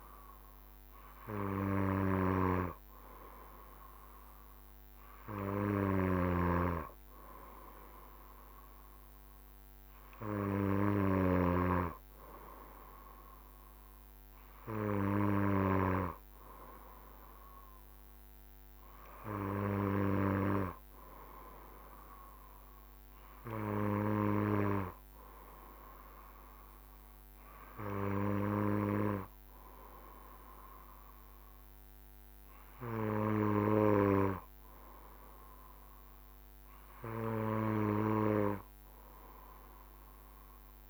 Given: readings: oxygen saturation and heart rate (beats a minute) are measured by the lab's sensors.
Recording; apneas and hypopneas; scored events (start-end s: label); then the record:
breathing in sleep by a microphone on the trachea; none
none scored
From the record:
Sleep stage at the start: N2 (light sleep); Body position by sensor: on the back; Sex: male